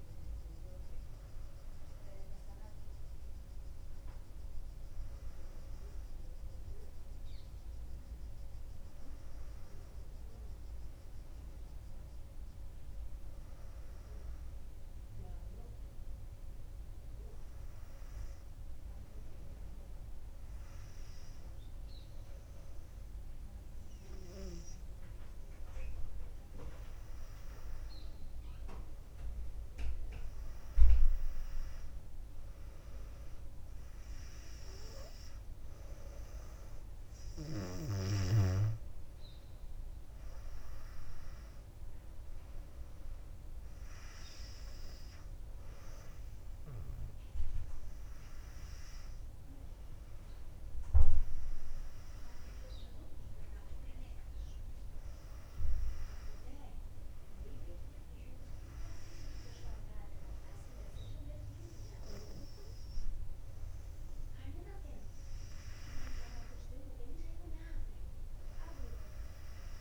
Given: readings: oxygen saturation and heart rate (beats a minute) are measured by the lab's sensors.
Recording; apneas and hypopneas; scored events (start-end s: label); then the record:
breathing in sleep by a room microphone; none
none scored
From the record:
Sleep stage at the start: N2 (light sleep); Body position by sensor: on the back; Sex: female